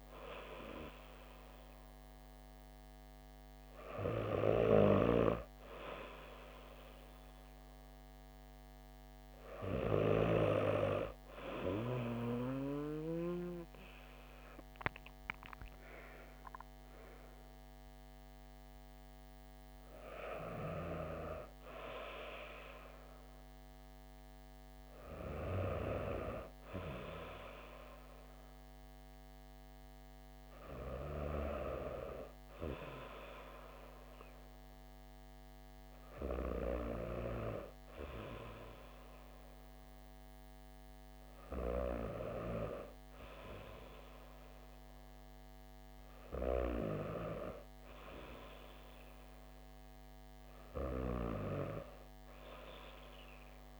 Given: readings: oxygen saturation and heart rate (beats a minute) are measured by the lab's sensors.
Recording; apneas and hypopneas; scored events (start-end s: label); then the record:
breathing in sleep by a microphone on the trachea; none
none scored
From the record:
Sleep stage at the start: N2 (light sleep); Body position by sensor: on the back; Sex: female